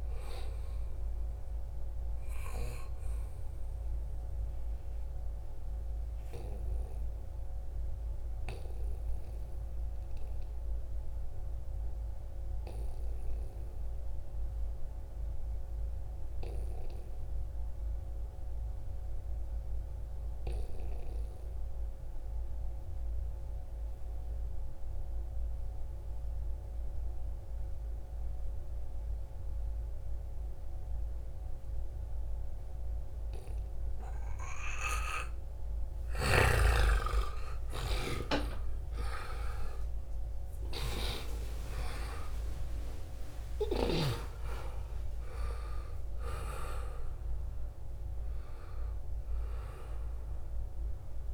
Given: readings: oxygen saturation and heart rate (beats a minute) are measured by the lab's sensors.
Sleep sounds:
breathing in sleep by a room microphone; 1
0.00-16.00 s: oxygen desaturation (device-marked, oxygen 88% lowest, heart rate 68 extreme)
5.00-34.50 s: obstructive apnea (oxygen 95% before, 86% lowest, heart rate 77 before, 68 extreme, up 51 after)
30.00-51.34 s: oxygen desaturation (device-marked, oxygen 96% before, 86% lowest, heart rate 71 before, 69 extreme)
33.00-51.34 s: new sleep stage, N1 (lightest sleep)
36.50-41.00 s: arousal
40.50-42.50 s: long interval between heartbeats (device-marked, heart rate 69 before, 84 extreme)
42.50-44.50 s: long interval between heartbeats (device-marked, heart rate 71 before, 119 extreme)
From the record:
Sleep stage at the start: N2 (light sleep); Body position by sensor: on the right side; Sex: male

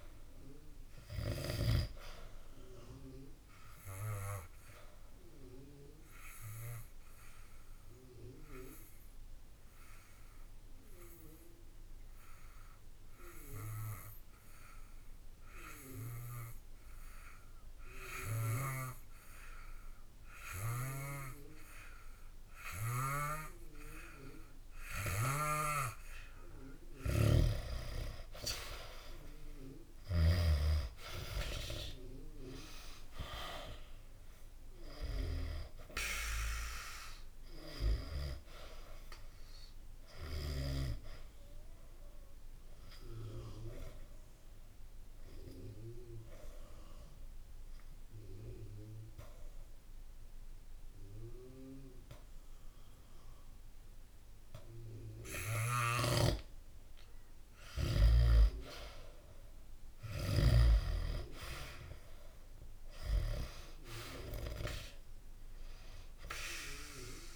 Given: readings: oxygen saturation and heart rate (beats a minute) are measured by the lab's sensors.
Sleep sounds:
breathing in sleep by a room microphone; 2
0.00-1.50 s: snoring (device-marked)
4.00-25.50 s: obstructive apnea (oxygen 98% before, 89% lowest, heart rate 68 before, 62 extreme, up 5 after)
5.00-19.00 s: oxygen desaturation (device-marked, oxygen 98% before, 93% lowest, heart rate 68 before, 62 extreme)
26.00-53.00 s: oxygen desaturation (device-marked, oxygen 96% before, 89% lowest, heart rate 66 before, 58 extreme)
26.50-30.00 s: snoring (device-marked)
27.50-31.50 s: arousal
42.50-56.50 s: obstructive apnea (oxygen 96% before, 89% lowest, heart rate 67 before, 58 extreme)
55.50-60.50 s: snoring (device-marked)
58.00-62.50 s: arousal
66.00-67.36 s: oxygen desaturation (device-marked, oxygen 97% before, 91% lowest, heart rate 69 before, 58 extreme)
From the record:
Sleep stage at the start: N2 (light sleep); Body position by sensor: on the back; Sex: male

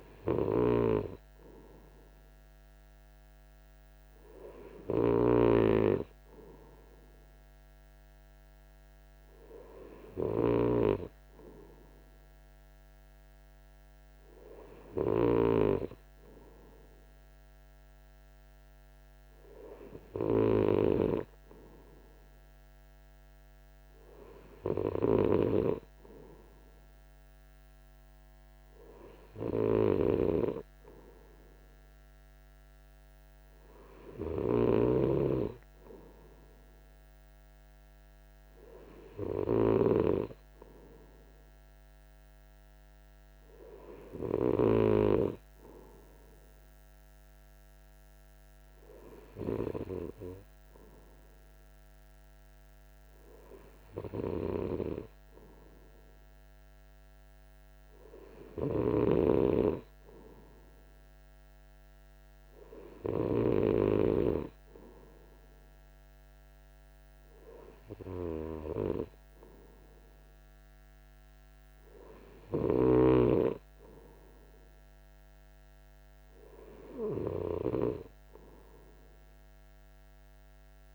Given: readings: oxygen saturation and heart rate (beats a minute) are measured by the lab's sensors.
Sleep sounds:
breathing in sleep by a microphone on the trachea; none
3.00-80.95 s: new sleep stage, N3 (deep sleep)
From the record:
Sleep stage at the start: N2 (light sleep); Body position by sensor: on the right side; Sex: male

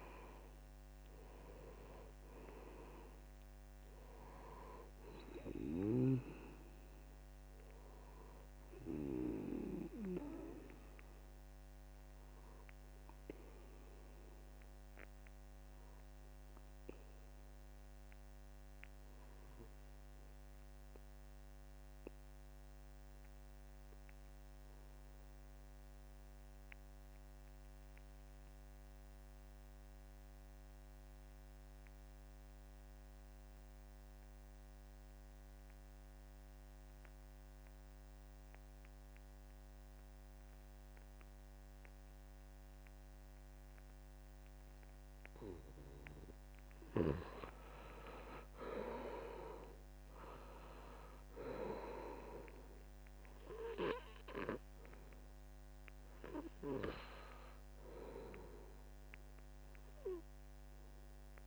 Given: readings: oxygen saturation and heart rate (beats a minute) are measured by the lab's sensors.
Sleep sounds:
breathing in sleep by a microphone on the trachea; 1
0.00-1.00 s: arousal
0.00-1.50 s: long interval between heartbeats (device-marked, heart rate 99 extreme)
0.00-20.50 s: oxygen desaturation (device-marked, oxygen 75% lowest, heart rate 68 extreme)
20.50-46.50 s: obstructive apnea (oxygen 91% before, 76% lowest, heart rate 77 before, 65 extreme, up 7 after)
35.50-61.47 s: oxygen desaturation (device-marked, oxygen 96% before, 76% lowest, heart rate 69 before, 65 extreme)
48.50-52.50 s: arousal
From the record:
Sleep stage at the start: N2 (light sleep); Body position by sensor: on the back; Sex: male

